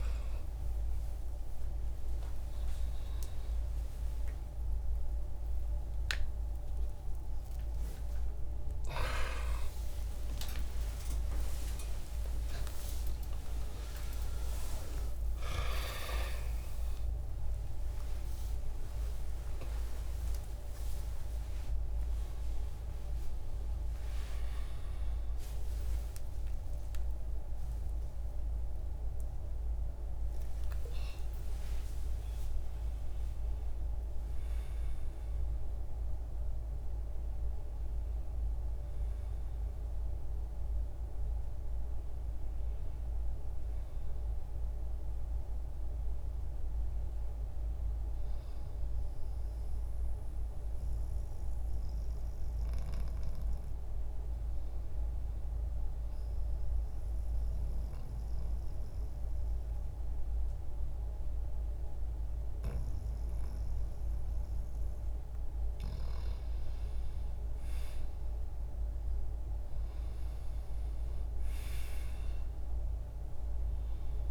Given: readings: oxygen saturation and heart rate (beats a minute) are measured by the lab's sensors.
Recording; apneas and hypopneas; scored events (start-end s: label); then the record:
a person awake in a sleep study, by a room microphone; 1
0.00-9.00 s: oxygen desaturation (device-marked, oxygen 89% lowest, heart rate 47 extreme)
41.00-74.31 s: new sleep stage, N2 (light sleep)
55.50-66.00 s: obstructive apnea (oxygen 99% before, 90% lowest, heart rate 72 before, 64 extreme, up 2 after)
66.00-74.31 s: oxygen desaturation (device-marked, oxygen 97% before, 90% lowest, heart rate 67 before, 65 extreme)
67.00-71.00 s: arousal
From the record:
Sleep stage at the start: awake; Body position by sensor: on the back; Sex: male